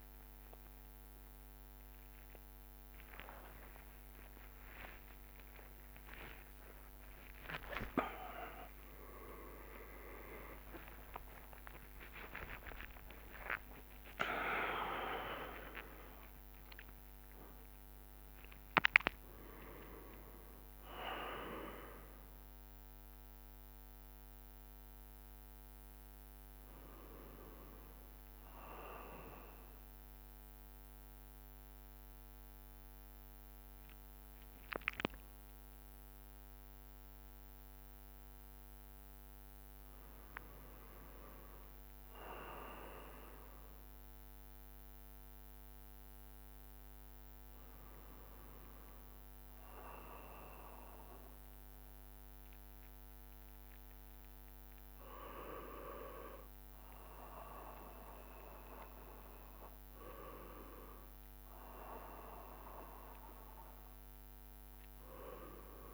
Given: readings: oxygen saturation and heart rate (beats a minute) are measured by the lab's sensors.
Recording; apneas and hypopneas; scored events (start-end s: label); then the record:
a person awake in a sleep study, by a microphone on the trachea; none
0.00-11.50 s: drop in pulse transit time (device-marked, heart rate 88 extreme)
0.50-19.50 s: tachycardia (device-marked, heart rate 71 before, 213 extreme)
5.00-7.00 s: long interval between heartbeats (device-marked, heart rate 78 before, 120 extreme)
8.00-10.00 s: long interval between heartbeats (device-marked, heart rate 88 before, 156 extreme)
11.50-65.94 s: new sleep stage, awake
13.50-15.50 s: long interval between heartbeats (device-marked, heart rate 120 before, 197 extreme)
17.00-19.00 s: long interval between heartbeats (device-marked, heart rate 139 before, 176 extreme)
From the record:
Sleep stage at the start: N2 (light sleep); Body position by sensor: on the right side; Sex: male